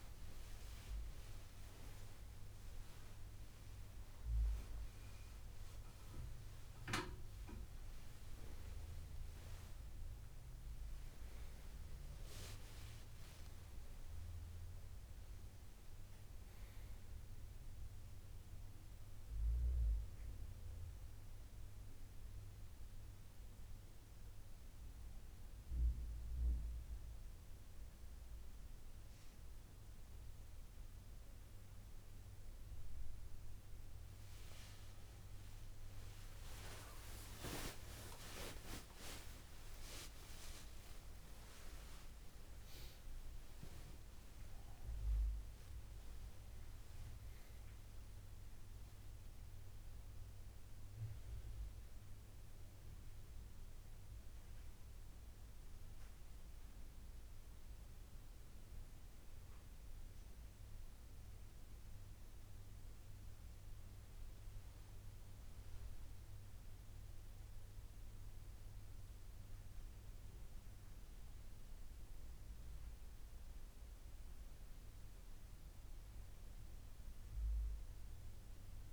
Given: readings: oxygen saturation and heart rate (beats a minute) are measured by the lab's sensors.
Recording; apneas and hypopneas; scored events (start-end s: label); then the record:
a person awake in a sleep study, by a room microphone; none
60.00-78.93 s: new sleep stage, N1 (lightest sleep)
75.00-78.93 s: oxygen desaturation (device-marked, oxygen 97% before, 94% lowest, heart rate 66 before, 74 extreme)
From the record:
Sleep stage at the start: awake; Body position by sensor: on the front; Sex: male